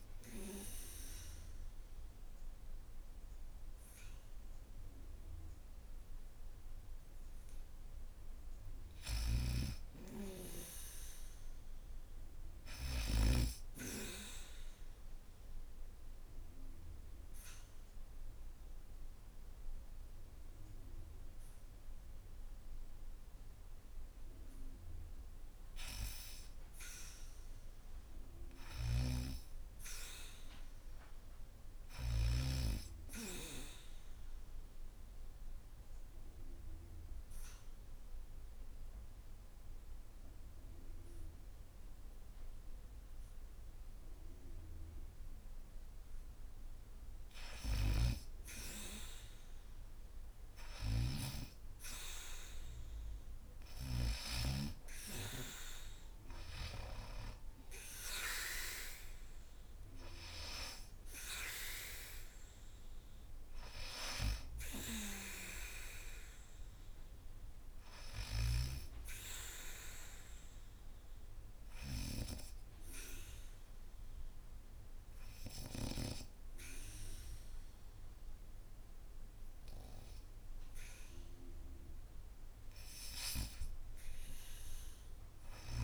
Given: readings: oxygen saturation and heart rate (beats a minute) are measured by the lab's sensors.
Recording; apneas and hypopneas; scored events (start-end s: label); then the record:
breathing in sleep by a room microphone; 3
8.50-13.00 s: snoring (device-marked)
13.50-24.50 s: obstructive apnea (oxygen 93% before, 82% lowest, heart rate 76 before, 70 extreme, up 0 after)
26.50-29.00 s: arousal
28.00-32.00 s: snoring (device-marked)
28.00-35.00 s: oxygen desaturation (device-marked, oxygen 96% before, 90% lowest, heart rate 75 before, 69 extreme)
33.00-46.00 s: obstructive apnea (oxygen 96% before, 82% lowest, heart rate 74 before, 69 extreme, up 0 after)
37.00-49.00 s: oxygen desaturation (device-marked, oxygen 94% before, 84% lowest, heart rate 73 before, 69 extreme)
47.00-53.50 s: snoring (device-marked)
54.50-58.50 s: arousal
59.00-81.00 s: oxygen desaturation (device-marked, oxygen 94% before, 82% lowest, heart rate 72 before, 74 extreme)
69.00-81.50 s: hypopnea (oxygen 94% before, 82% lowest, heart rate 78 before, 74 extreme, up 0 after)
83.00-85.84 s: arousal
From the record:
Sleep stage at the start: N2 (light sleep); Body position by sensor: on the back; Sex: female